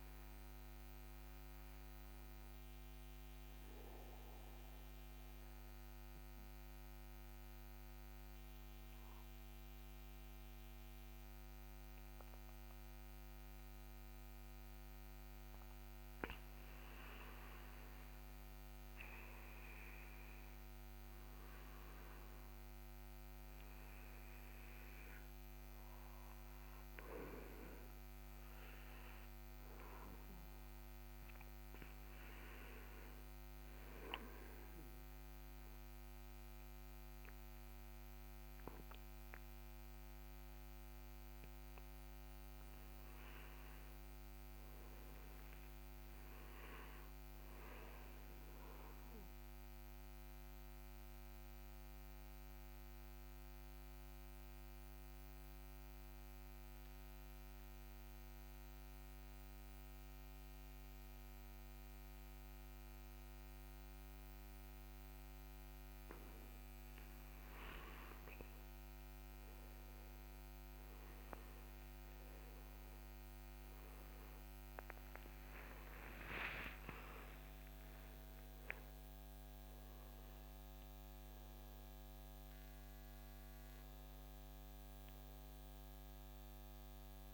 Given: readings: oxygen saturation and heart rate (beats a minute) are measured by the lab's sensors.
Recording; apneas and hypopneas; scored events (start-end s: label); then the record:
breathing in sleep, hard to hear, by a microphone on the trachea; 2
2.50-16.50 s: mixed apnea (oxygen 97% before, 92% lowest, heart rate 79 before, 67 extreme, up 1 after)
18.00-22.00 s: arousal
43.50-51.50 s: oxygen desaturation (device-marked, oxygen 96% before, 92% lowest, heart rate 68 before, 67 extreme)
50.50-67.50 s: mixed apnea (oxygen 97% before, 92% lowest, heart rate 69 before, 67 extreme, up 5 after)
72.50-77.00 s: arousal
81.50-87.34 s: new sleep stage, N1 (lightest sleep)
From the record:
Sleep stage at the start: N2 (light sleep); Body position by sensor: on the right side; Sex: male